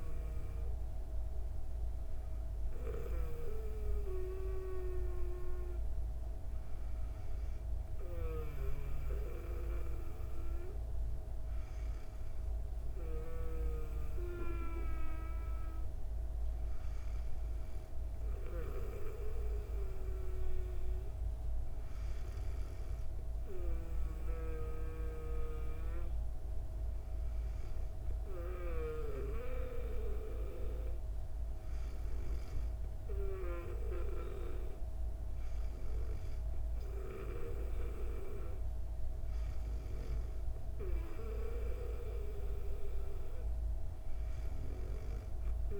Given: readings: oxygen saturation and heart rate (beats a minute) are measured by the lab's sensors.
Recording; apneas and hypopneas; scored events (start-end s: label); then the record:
breathing in sleep by a room microphone; none
none scored
From the record:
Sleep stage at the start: N2 (light sleep); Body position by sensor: on the back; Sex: female